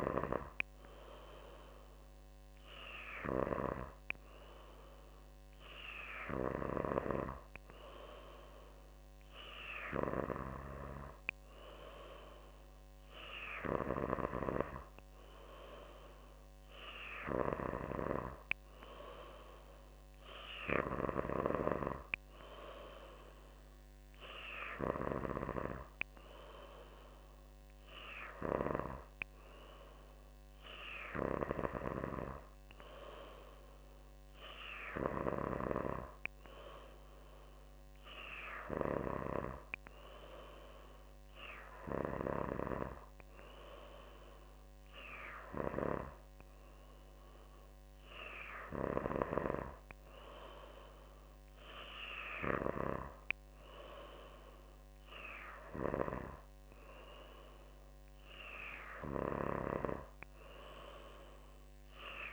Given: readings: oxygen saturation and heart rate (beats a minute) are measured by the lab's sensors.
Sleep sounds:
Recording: breathing in sleep by a microphone on the trachea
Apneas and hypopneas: none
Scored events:
none scored
From the record:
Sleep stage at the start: N3 (deep sleep)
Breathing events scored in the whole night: 100 in 8.2 hours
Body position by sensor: on the back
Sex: female

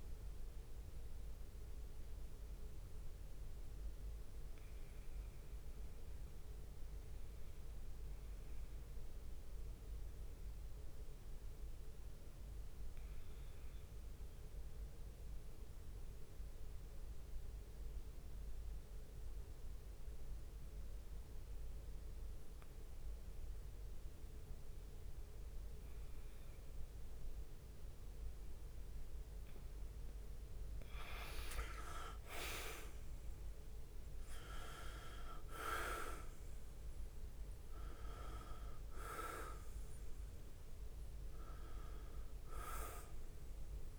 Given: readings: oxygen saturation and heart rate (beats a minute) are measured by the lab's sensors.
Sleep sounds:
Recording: breathing in sleep by a room microphone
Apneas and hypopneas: 1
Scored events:
0.00-12.00 s: bradycardia (device-marked)
2.50-4.00 s: leg movement (device-marked)
10.00-29.50 s: obstructive apnea (oxygen 99% before, 92% lowest)
12.00-17.00 s: tachycardia (device-marked)
21.00-43.99 s: new sleep stage, N2 (light sleep)
26.50-36.50 s: leg movement (device-marked)
28.00-42.00 s: bradycardia (device-marked)
29.00-43.99 s: oxygen desaturation (device-marked, oxygen 97% before, 92% lowest)
32.50-37.00 s: arousal
From the record:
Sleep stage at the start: N1 (lightest sleep)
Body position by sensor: on the back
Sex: male

